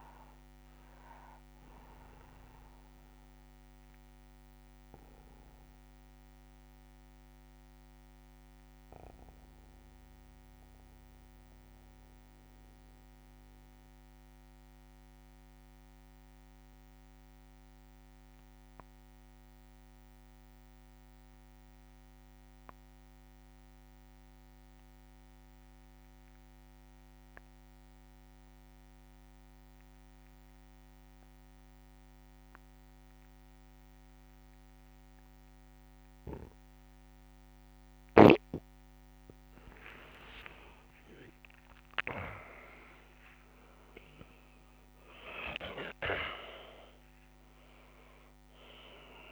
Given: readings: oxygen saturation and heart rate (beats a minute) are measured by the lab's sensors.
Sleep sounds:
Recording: breathing in sleep by a microphone on the trachea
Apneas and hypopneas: 1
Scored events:
0.00-17.50 s: oxygen desaturation (device-marked, oxygen 83% lowest)
2.00-38.00 s: mixed apnea (oxygen 99% before, 80% lowest)
30.50-49.32 s: oxygen desaturation (device-marked, oxygen 99% before, 80% lowest)
40.50-45.50 s: arousal
From the record:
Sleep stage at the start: N2 (light sleep)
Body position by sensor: on the back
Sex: male

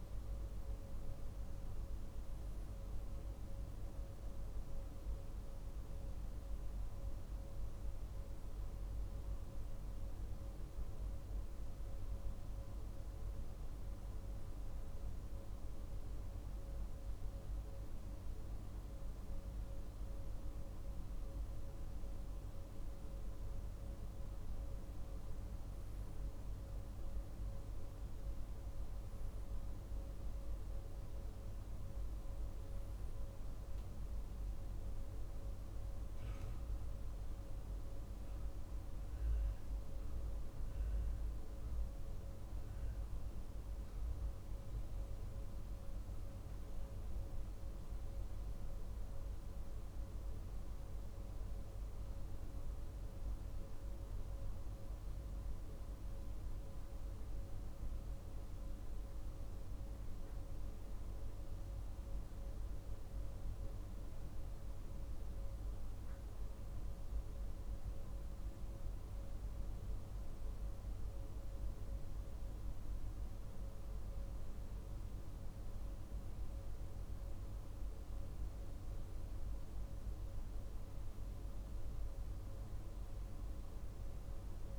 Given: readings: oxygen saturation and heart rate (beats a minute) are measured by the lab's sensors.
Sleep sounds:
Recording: breathing in sleep, hard to hear, by a room microphone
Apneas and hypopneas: none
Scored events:
none scored
From the record:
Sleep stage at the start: N2 (light sleep)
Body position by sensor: on the right side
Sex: male

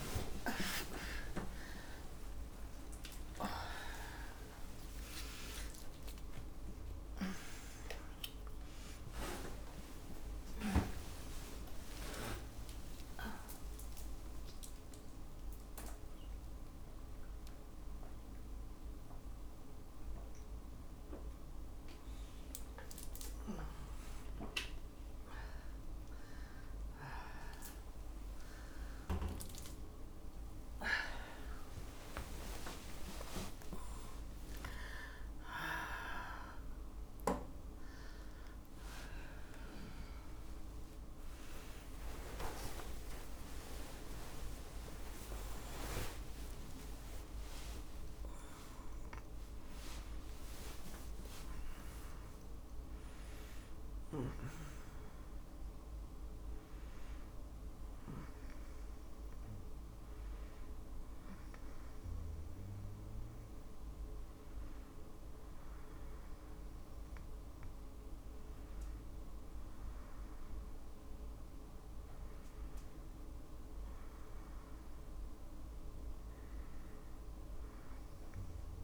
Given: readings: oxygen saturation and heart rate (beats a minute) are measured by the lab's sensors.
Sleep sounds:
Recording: a person awake in a sleep study, by a room microphone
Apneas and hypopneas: none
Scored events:
0.00-18.50 s: oxygen desaturation (device-marked, oxygen 91% lowest)
23.50-36.50 s: tachycardia (device-marked, heart rate 62 before, 146 extreme)
46.50-49.50 s: tachycardia (device-marked, heart rate 64 before, 88 extreme)
51.50-78.84 s: new sleep stage, N1 (lightest sleep)
From the record:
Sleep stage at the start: awake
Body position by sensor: on the back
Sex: female

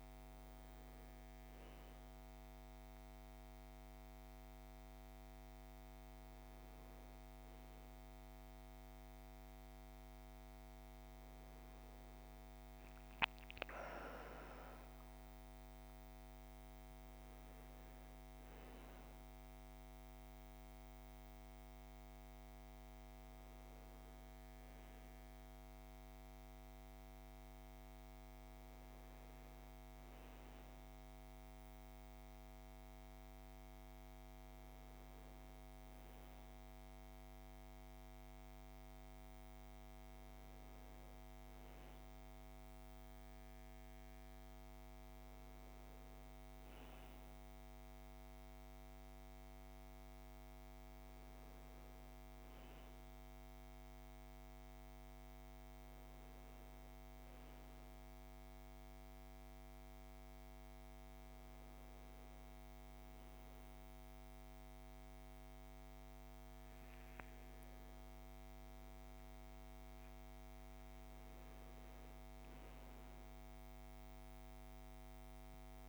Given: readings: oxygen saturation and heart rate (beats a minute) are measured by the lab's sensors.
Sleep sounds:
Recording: breathing in sleep, hard to hear, by a microphone on the trachea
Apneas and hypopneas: none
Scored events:
75.00-75.89 s: new sleep stage, N2 (light sleep)
From the record:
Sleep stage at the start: N1 (lightest sleep)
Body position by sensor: on the right side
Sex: male

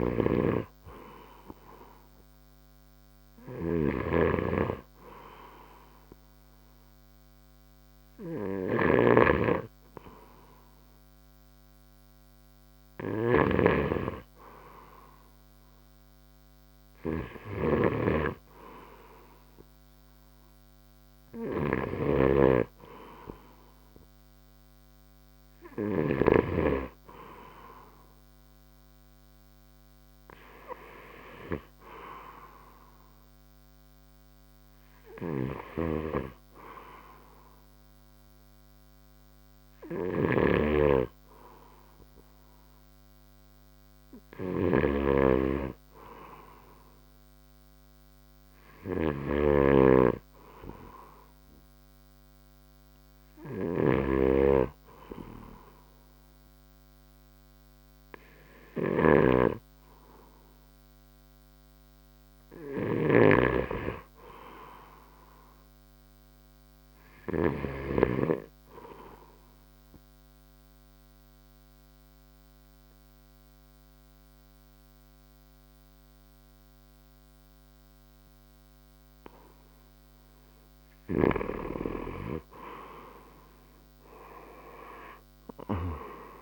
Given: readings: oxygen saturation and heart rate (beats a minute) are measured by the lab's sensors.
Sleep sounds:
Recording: breathing in sleep by a microphone on the trachea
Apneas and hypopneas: 1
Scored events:
0.00-9.50 s: snoring (device-marked)
22.00-26.50 s: snoring (device-marked)
40.50-68.50 s: snoring (device-marked)
69.00-81.50 s: obstructive apnea (oxygen 94% before, 89% lowest, heart rate 71 before, 63 extreme, up 11 after)
84.50-86.42 s: arousal
85.00-86.42 s: drop in pulse transit time (device-marked, heart rate 69 before, 63 extreme)
From the record:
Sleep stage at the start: N2 (light sleep)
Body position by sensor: on the right side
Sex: male

